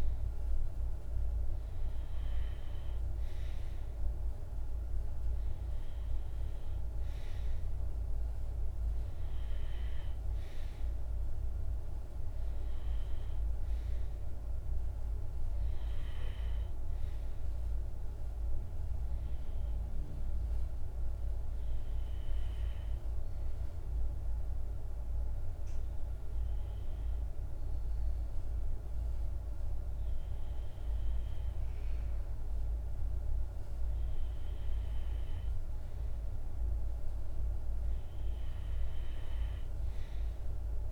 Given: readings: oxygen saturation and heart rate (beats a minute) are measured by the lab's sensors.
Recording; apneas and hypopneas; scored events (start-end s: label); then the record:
breathing in sleep, hard to hear, by a room microphone; 1
18.00-33.00 s: hypopnea (oxygen 95% before, 87% lowest, heart rate 52 before, 50 extreme, up 1 after)
35.00-39.50 s: arousal
From the record:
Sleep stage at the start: REM sleep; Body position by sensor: on the back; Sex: male